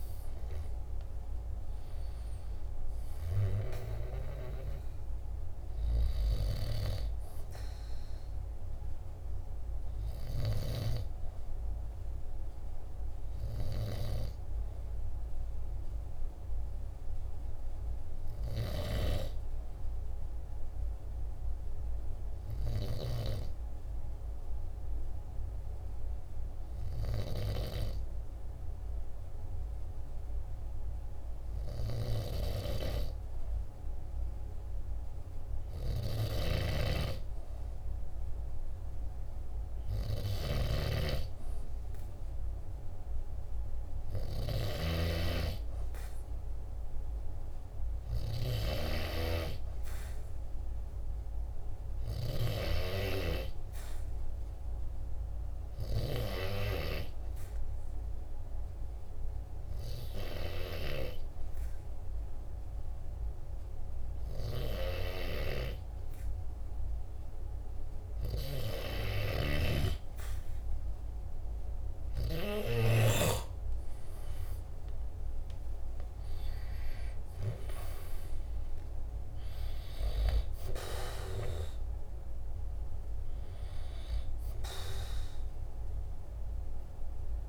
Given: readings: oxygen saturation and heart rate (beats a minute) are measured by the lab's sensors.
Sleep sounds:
breathing in sleep by a room microphone; 2
13.50-32.00 s: hypopnea (oxygen 97% before, 94% lowest, heart rate 48 before, 45 extreme, up 3 after)
34.00-38.00 s: arousal
40.00-52.00 s: snoring (device-marked)
54.50-67.50 s: obstructive apnea (oxygen 97% before, 94% lowest, heart rate 47 before, 46 extreme, up 3 after)
68.50-72.50 s: snoring (device-marked)
71.50-75.50 s: arousal
From the record:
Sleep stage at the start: N2 (light sleep); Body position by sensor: on the back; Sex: male

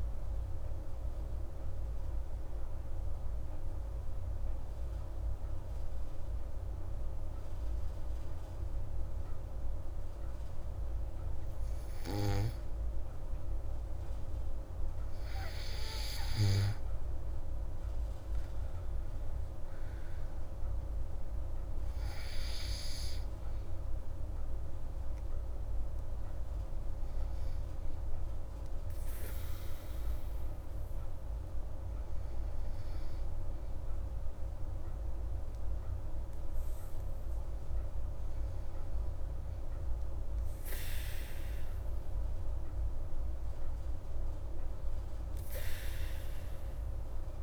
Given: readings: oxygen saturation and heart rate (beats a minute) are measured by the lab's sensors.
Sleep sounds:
breathing in sleep, hard to hear, by a room microphone; 1
0.00-7.50 s: oxygen desaturation (device-marked, oxygen 94% lowest, heart rate 122 extreme)
0.50-11.50 s: obstructive apnea (oxygen 98% before, 93% lowest, heart rate 140 before, 122 extreme, up 38 after)
18.50-23.00 s: arousal
24.50-42.50 s: oxygen desaturation (device-marked, oxygen 99% before, 93% lowest, heart rate 162 before, 75 extreme)
From the record:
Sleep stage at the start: N2 (light sleep); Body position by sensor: on the back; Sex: female

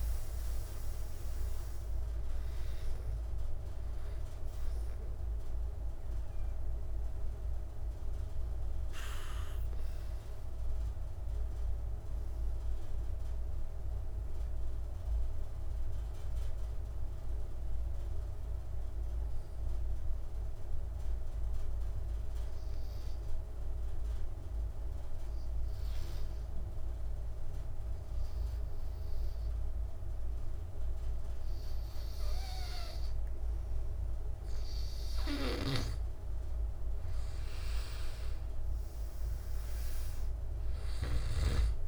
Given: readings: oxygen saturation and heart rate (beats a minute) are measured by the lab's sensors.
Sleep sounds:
breathing in sleep, hard to hear, by a room microphone; 1
0.00-14.50 s: oxygen desaturation (device-marked, oxygen 92% lowest)
12.50-35.50 s: mixed apnea (oxygen 99% before, 84% lowest)
33.50-41.88 s: oxygen desaturation (device-marked, oxygen 99% before, 87% lowest)
37.00-41.00 s: arousal
From the record:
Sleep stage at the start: N2 (light sleep); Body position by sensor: on the back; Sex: male

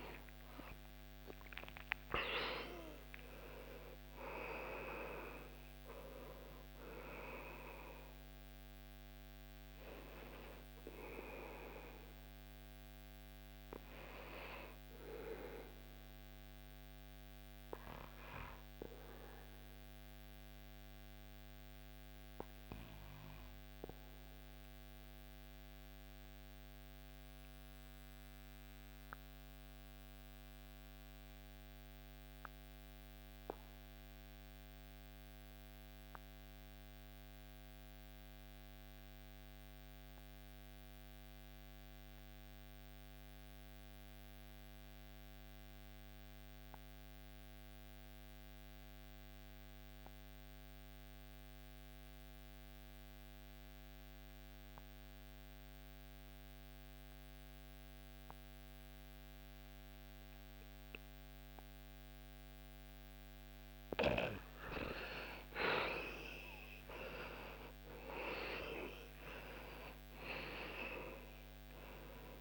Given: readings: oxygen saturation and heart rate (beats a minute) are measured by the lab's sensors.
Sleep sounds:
breathing in sleep by a microphone on the trachea; 1
0.00-3.50 s: arousal
0.00-29.50 s: oxygen desaturation (device-marked, oxygen 78% lowest, heart rate 69 extreme)
20.00-62.50 s: obstructive apnea (oxygen 96% before, 77% lowest, heart rate 82 before, 69 extreme, up 19 after)
60.50-72.41 s: oxygen desaturation (device-marked, oxygen 99% before, 77% lowest, heart rate 73 before, 65 extreme)
64.50-70.00 s: arousal
From the record:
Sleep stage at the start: N2 (light sleep); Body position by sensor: on the back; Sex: male

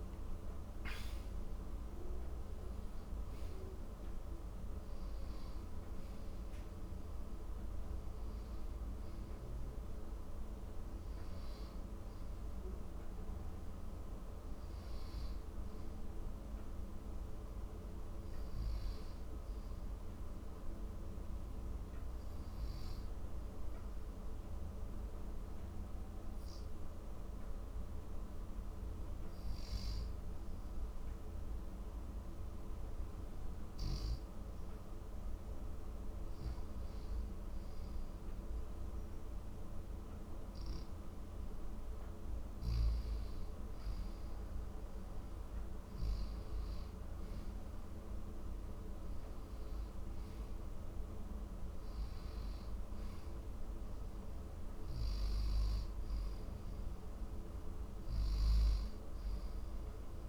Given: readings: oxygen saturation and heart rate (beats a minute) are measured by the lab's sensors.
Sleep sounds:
breathing in sleep, hard to hear, by a room microphone; 1
0.00-20.00 s: oxygen desaturation (device-marked, oxygen 91% lowest, heart rate 53 extreme)
15.00-19.00 s: arousal
21.50-37.50 s: hypopnea (oxygen 96% before, 95% lowest, heart rate 66 before, 53 extreme, up 13 after)
40.00-44.50 s: arousal
From the record:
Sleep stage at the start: N2 (light sleep); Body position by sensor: on the back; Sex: male

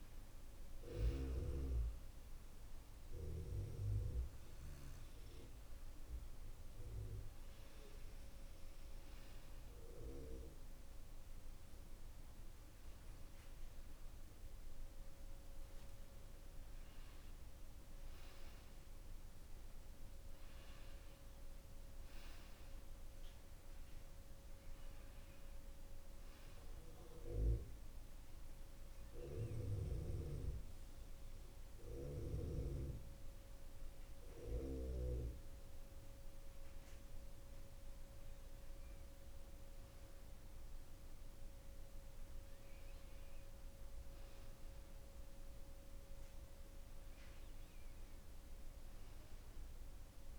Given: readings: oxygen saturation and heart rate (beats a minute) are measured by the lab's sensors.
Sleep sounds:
breathing in sleep by a room microphone; none
none scored
From the record:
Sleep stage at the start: N2 (light sleep); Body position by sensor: on the back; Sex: male

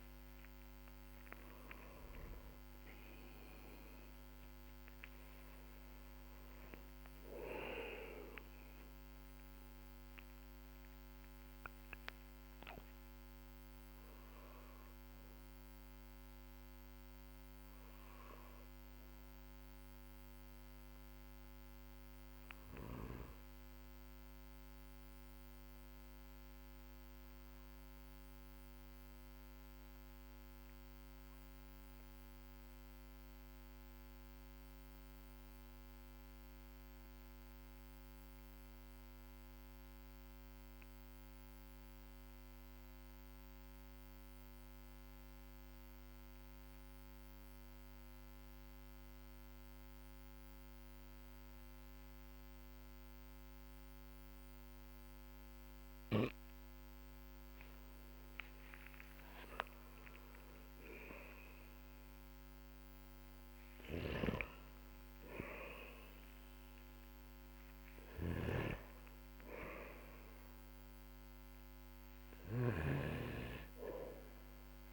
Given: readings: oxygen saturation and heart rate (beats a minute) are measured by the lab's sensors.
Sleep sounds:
breathing in sleep by a microphone on the trachea; 1
0.00-3.00 s: arousal
31.50-56.00 s: mixed apnea (oxygen 94% before, 91% lowest, heart rate 52 before, 44 extreme, up 12 after)
55.00-74.93 s: oxygen desaturation (device-marked, oxygen 99% before, 91% lowest, heart rate 51 before, 44 extreme)
57.50-64.00 s: arousal
From the record:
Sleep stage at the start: N2 (light sleep); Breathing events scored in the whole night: 324 in 5.7 hours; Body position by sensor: on the back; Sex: male

